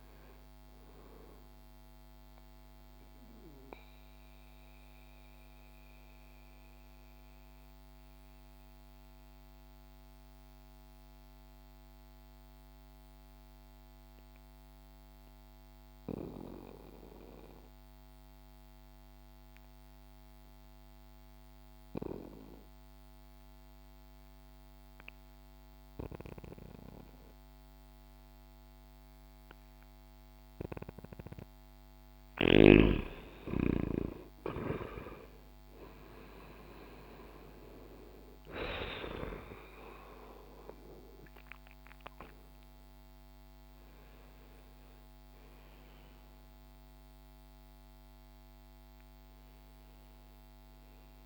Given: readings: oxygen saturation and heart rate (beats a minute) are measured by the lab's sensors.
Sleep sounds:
breathing in sleep by a microphone on the trachea; 1
2.00-31.50 s: mixed apnea (oxygen 95% before, 86% lowest, heart rate 64 before, 61 extreme, up 5 after)
11.50-21.50 s: oxygen desaturation (device-marked, oxygen 93% before, 90% lowest, heart rate 63 before, 61 extreme)
23.50-50.50 s: oxygen desaturation (device-marked, oxygen 98% before, 89% lowest, heart rate 64 before, 59 extreme)
33.00-38.50 s: arousal
From the record:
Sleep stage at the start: N2 (light sleep); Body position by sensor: on the back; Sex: male

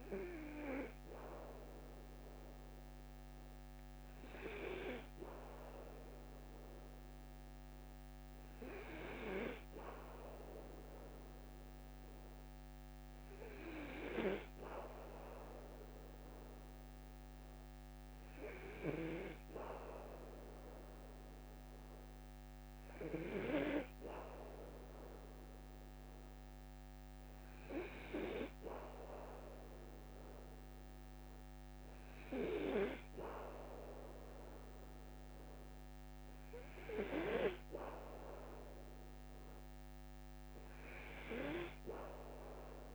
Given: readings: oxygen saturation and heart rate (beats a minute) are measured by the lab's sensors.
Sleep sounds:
breathing in sleep by a microphone on the trachea; none
none scored
From the record:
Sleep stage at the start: N2 (light sleep); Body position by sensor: on the back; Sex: male

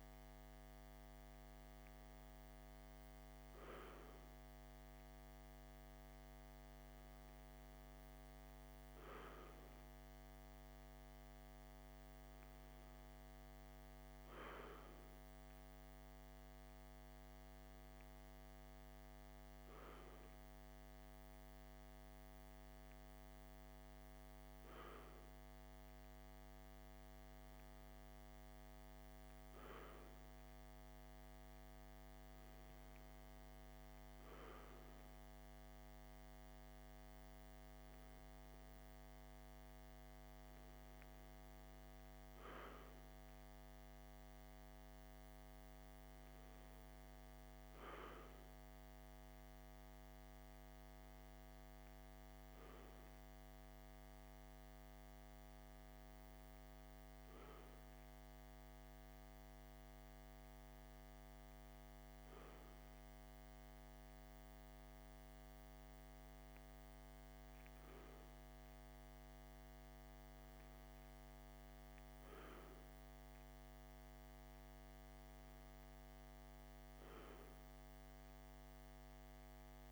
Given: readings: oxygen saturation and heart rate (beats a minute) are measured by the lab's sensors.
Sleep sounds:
breathing in sleep, hard to hear, by a microphone on the trachea; none
none scored
From the record:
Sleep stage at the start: N2 (light sleep); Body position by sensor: on the left side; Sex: male

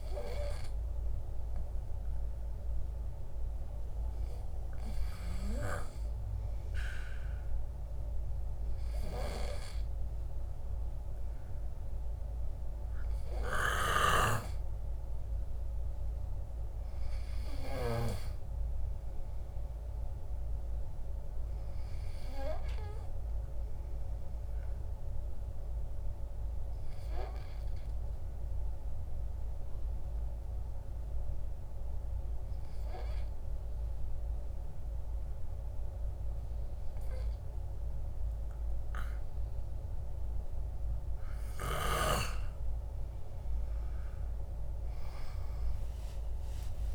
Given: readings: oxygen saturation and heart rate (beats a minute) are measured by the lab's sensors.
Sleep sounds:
breathing in sleep by a room microphone; 1
28.50-39.50 s: obstructive apnea (oxygen 96% before, 93% lowest, heart rate 57 before, 46 extreme, up 19 after)
42.50-46.95 s: arousal
From the record:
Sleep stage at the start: N2 (light sleep); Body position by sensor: on the back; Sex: male

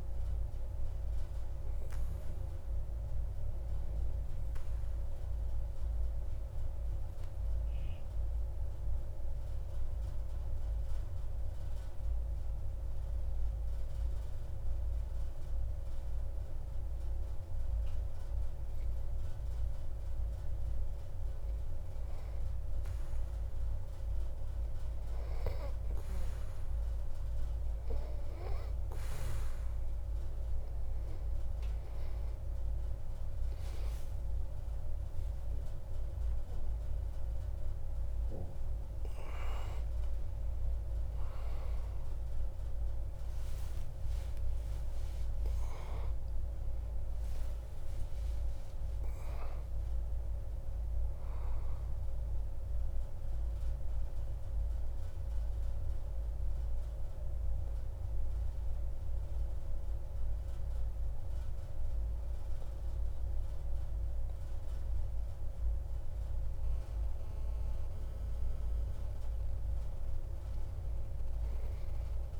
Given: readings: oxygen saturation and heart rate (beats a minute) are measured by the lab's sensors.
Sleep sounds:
breathing in sleep, hard to hear, by a room microphone; 2
0.00-16.00 s: oxygen desaturation (device-marked, oxygen 91% lowest)
4.00-21.00 s: mixed apnea (oxygen 96% before, 91% lowest)
31.00-63.00 s: oxygen desaturation (device-marked, oxygen 96% before, 91% lowest)
41.00-46.50 s: arousal
53.00-68.00 s: mixed apnea (oxygen 96% before, 92% lowest)
From the record:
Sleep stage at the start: N2 (light sleep); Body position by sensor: on the back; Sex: male

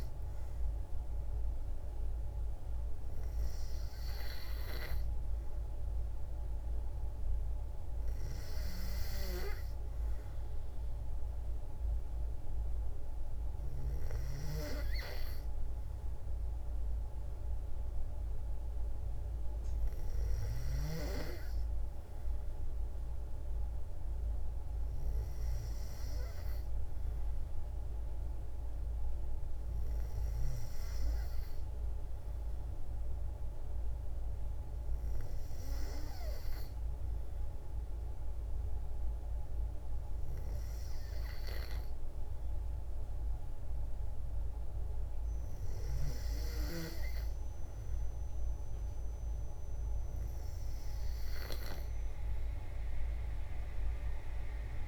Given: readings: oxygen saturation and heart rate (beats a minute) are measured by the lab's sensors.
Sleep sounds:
breathing in sleep by a room microphone; none
1.00-16.00 s: oxygen desaturation (device-marked, oxygen 96% before, 92% lowest, heart rate 58 before, 56 extreme)
From the record:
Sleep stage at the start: N2 (light sleep); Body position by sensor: on the back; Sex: female

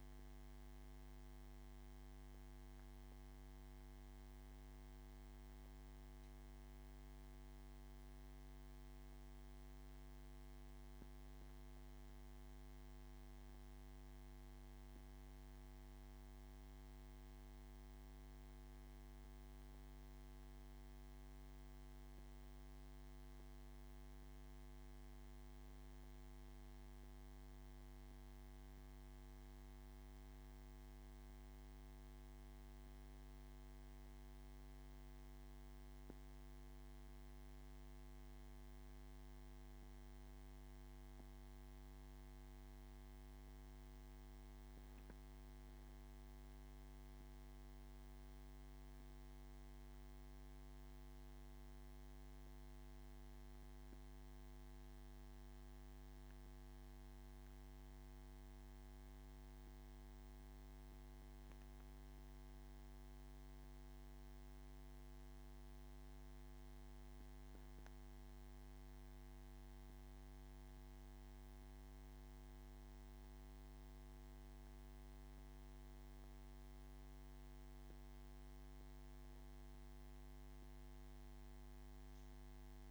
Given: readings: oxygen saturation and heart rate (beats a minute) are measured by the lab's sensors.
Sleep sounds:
a person awake in a sleep study, hard to hear, by a microphone on the trachea; none
none scored
From the record:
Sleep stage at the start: awake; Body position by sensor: on the back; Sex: male

